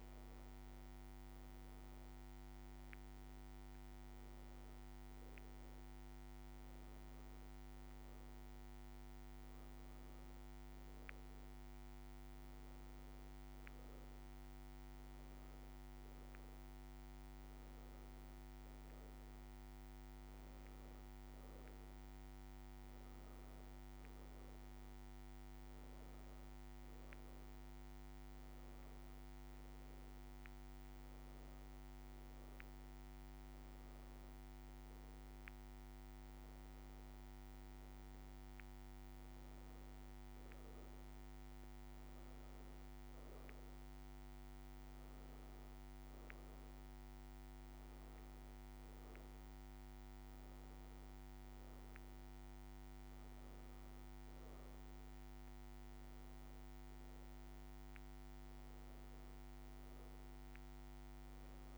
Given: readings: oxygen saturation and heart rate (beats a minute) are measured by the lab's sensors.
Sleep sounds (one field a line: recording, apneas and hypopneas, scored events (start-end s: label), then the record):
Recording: breathing in sleep, hard to hear, by a microphone on the trachea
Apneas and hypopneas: none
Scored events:
none scored
From the record:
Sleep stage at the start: N2 (light sleep)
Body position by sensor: on the back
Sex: female